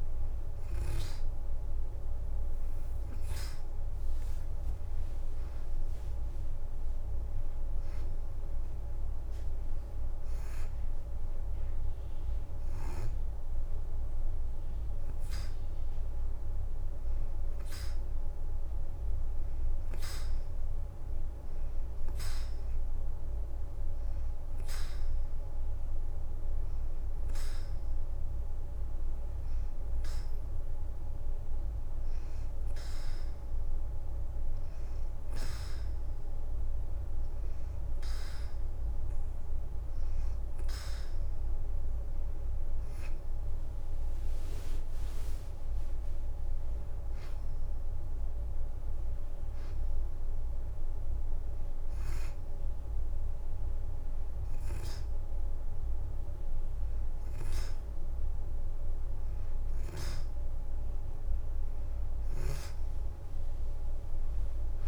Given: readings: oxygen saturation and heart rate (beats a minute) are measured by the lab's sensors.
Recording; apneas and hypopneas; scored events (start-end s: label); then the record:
breathing in sleep, hard to hear, by a room microphone; 1
0.00-2.50 s: oxygen desaturation (device-marked, oxygen 90% lowest, heart rate 84 extreme)
4.50-6.50 s: leg movement (device-marked)
4.50-21.50 s: oxygen desaturation (device-marked, oxygen 93% before, 90% lowest, heart rate 96 before, 84 extreme)
25.00-41.00 s: hypopnea (oxygen 93% before, 88% lowest, heart rate 86 before, 84 extreme, up 5 after)
42.50-46.50 s: arousal
43.00-46.50 s: leg movement (device-marked)
63.00-64.88 s: leg movement (device-marked)
From the record:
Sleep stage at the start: N2 (light sleep); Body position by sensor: on the back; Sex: female